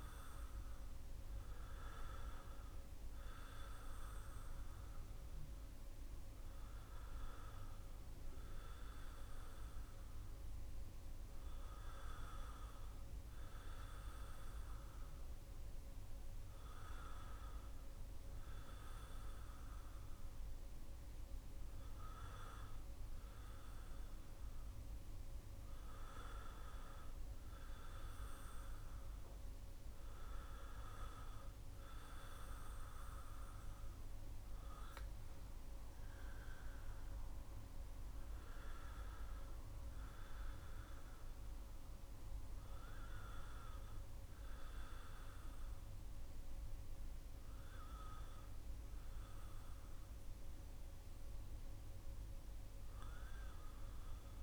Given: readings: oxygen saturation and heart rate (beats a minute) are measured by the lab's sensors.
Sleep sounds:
breathing in sleep by a room microphone; none
25.00-54.43 s: new sleep stage, N2 (light sleep)
From the record:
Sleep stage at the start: N1 (lightest sleep); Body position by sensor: on the back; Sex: male

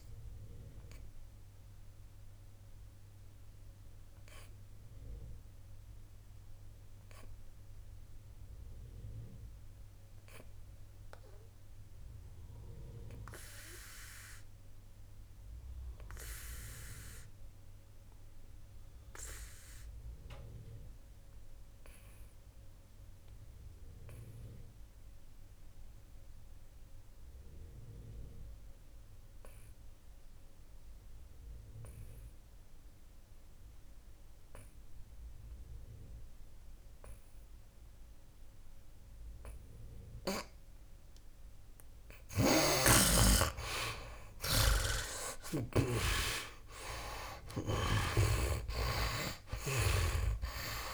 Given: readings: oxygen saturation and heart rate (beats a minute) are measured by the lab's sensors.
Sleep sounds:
breathing in sleep by a room microphone; 1
0.00-25.50 s: oxygen desaturation (device-marked, oxygen 71% lowest, heart rate 57 extreme)
0.50-41.00 s: obstructive apnea (oxygen 94% before, 71% lowest, heart rate 72 before, 57 extreme, up 18 after)
27.50-50.94 s: oxygen desaturation (device-marked, oxygen 98% before, 78% lowest, heart rate 60 before, 57 extreme)
42.50-50.94 s: snoring (device-marked)
44.50-49.00 s: arousal
From the record:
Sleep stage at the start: N2 (light sleep); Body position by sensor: on the back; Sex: male

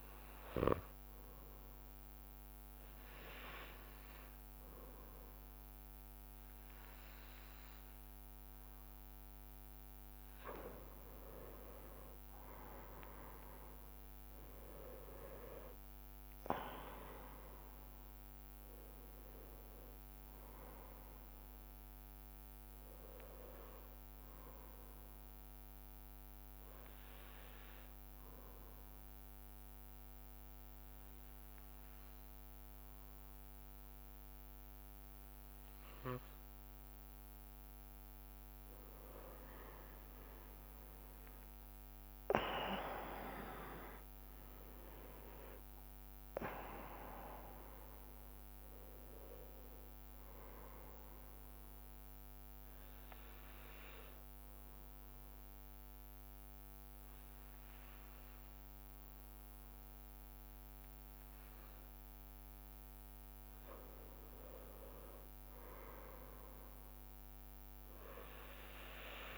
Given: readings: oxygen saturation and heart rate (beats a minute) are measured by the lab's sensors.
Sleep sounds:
breathing in sleep by a microphone on the trachea; 3
1.00-11.00 s: hypopnea (oxygen 97% before, 94% lowest)
13.50-18.50 s: arousal
26.50-38.00 s: obstructive apnea (oxygen 97% before, 94% lowest)
40.00-45.50 s: arousal
47.00-62.00 s: oxygen desaturation (device-marked, oxygen 98% before, 94% lowest)
52.00-63.00 s: obstructive apnea (oxygen 98% before, 94% lowest)
65.00-68.50 s: arousal
From the record:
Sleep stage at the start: N2 (light sleep); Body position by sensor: on the right side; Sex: male

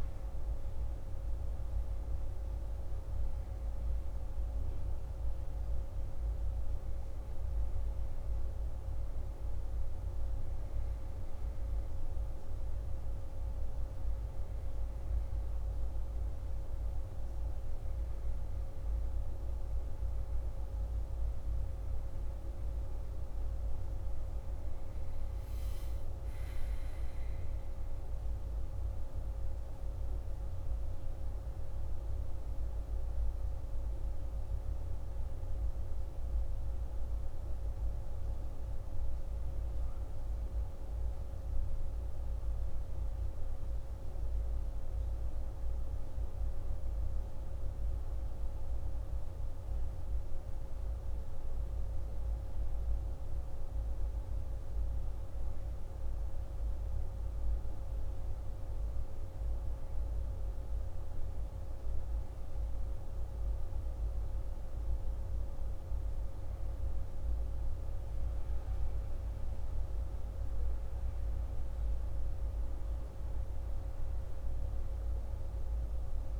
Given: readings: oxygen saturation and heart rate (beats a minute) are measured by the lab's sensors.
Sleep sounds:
a person awake in a sleep study, hard to hear, by a room microphone; none
none scored
From the record:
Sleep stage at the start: awake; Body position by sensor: on the back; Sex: male

